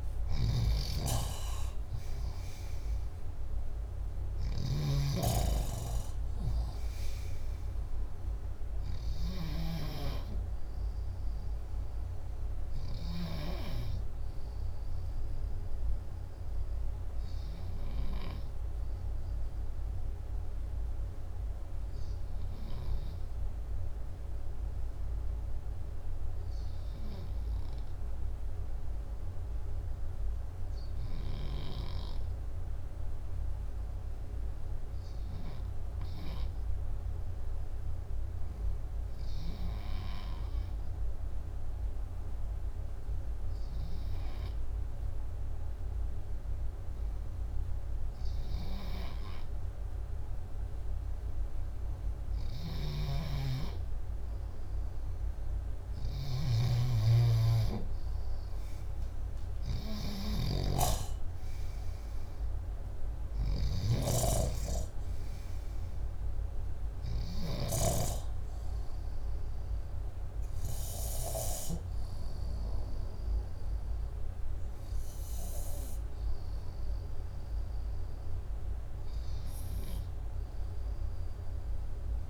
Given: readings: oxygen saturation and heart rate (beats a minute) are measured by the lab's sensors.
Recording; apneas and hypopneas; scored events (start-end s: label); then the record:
breathing in sleep by a room microphone; 1
0.50-5.00 s: arousal
3.50-9.00 s: snoring (device-marked)
19.00-50.50 s: hypopnea (oxygen 97% before, 93% lowest, heart rate 61 before, 59 extreme, up 1 after)
52.00-67.00 s: snoring (device-marked)
55.00-70.00 s: oxygen desaturation (device-marked, oxygen 96% before, 93% lowest, heart rate 60 before, 61 extreme)
58.00-63.00 s: arousal
From the record:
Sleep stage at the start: N2 (light sleep); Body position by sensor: upright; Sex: male